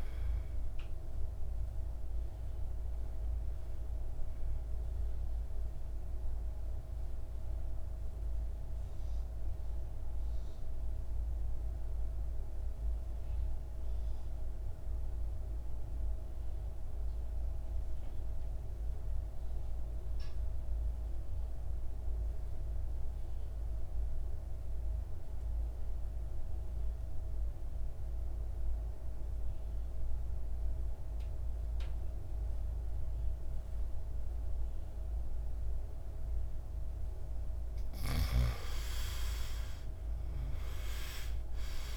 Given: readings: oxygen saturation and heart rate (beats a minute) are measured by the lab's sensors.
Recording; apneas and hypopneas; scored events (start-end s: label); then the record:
breathing in sleep, hard to hear, by a room microphone; 1
0.00-21.00 s: oxygen desaturation (device-marked, oxygen 79% lowest, heart rate 52 extreme)
5.00-36.50 s: mixed apnea (oxygen 99% before, 75% lowest, heart rate 62 before, 52 extreme, up 17 after)
36.00-41.97 s: oxygen desaturation (device-marked, oxygen 98% before, 75% lowest, heart rate 57 before, 52 extreme)
39.50-41.97 s: arousal
From the record:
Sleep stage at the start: N2 (light sleep); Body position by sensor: on the back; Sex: male